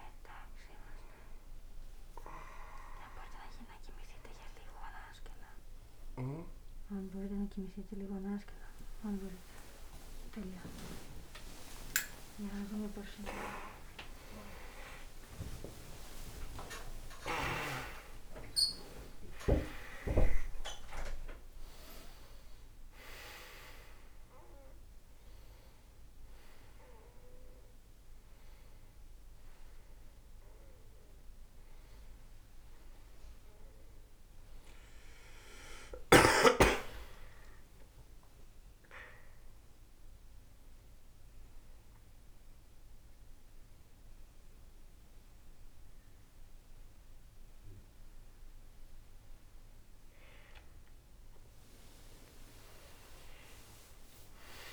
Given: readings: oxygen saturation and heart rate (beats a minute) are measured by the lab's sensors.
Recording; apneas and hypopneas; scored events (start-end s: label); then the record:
a person awake in a sleep study, by a room microphone; none
16.00-18.00 s: long interval between heartbeats (device-marked, heart rate 74 before, 87 extreme)
From the record:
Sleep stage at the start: awake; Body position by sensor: on the right side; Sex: male